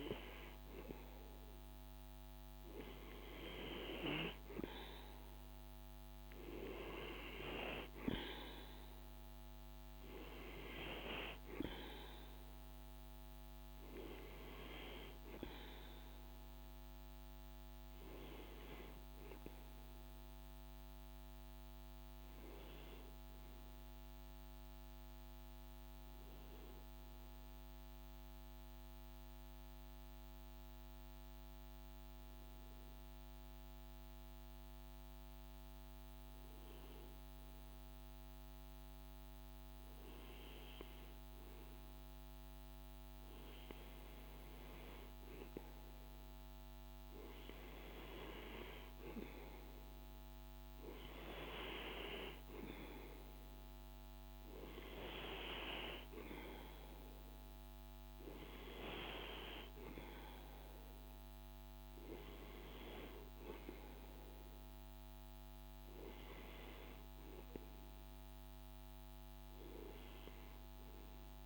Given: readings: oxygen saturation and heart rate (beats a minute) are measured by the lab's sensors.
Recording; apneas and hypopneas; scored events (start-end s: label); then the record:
breathing in sleep by a microphone on the trachea; 1
0.00-23.00 s: oxygen desaturation (device-marked, oxygen 92% lowest, heart rate 52 extreme)
23.50-36.00 s: hypopnea (oxygen 97% before, 93% lowest, heart rate 53 before, 53 extreme, up 0 after)
36.00-40.50 s: arousal
43.00-63.00 s: oxygen desaturation (device-marked, oxygen 98% before, 93% lowest, heart rate 53 before, 52 extreme)
67.50-71.00 s: arousal
From the record:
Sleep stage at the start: N2 (light sleep); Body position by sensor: on the right side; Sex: male